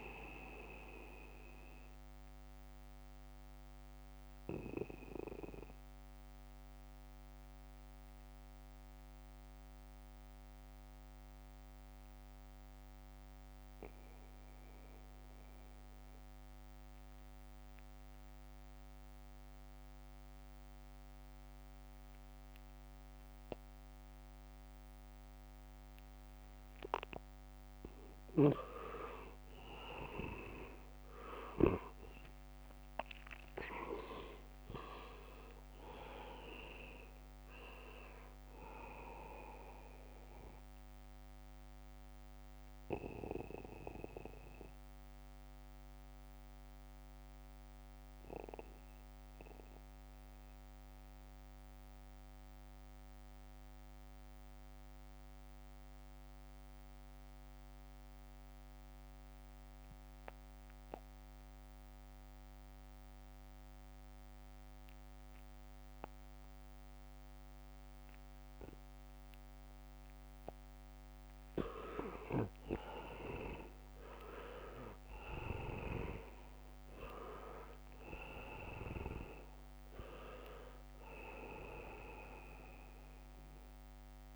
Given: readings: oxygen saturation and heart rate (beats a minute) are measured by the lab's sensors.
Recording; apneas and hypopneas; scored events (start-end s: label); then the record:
breathing in sleep by a microphone on the trachea; 2
0.00-4.50 s: leg movement (device-marked)
0.00-14.00 s: oxygen desaturation (device-marked, oxygen 89% lowest, heart rate 69 extreme)
4.50-27.00 s: obstructive apnea (oxygen 98% before, 82% lowest, heart rate 78 before, 69 extreme, up 1 after)
26.00-27.50 s: leg movement (device-marked)
26.00-60.00 s: oxygen desaturation (device-marked, oxygen 98% before, 82% lowest, heart rate 77 before, 68 extreme)
29.00-33.50 s: arousal
44.50-69.50 s: mixed apnea (oxygen 98% before, 80% lowest, heart rate 73 before, 68 extreme, up 0 after)
59.50-63.50 s: leg movement (device-marked)
66.00-84.36 s: oxygen desaturation (device-marked, oxygen 99% before, 80% lowest, heart rate 77 before, 66 extreme)
73.00-77.50 s: arousal
From the record:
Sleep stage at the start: N2 (light sleep); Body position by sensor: on the back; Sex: male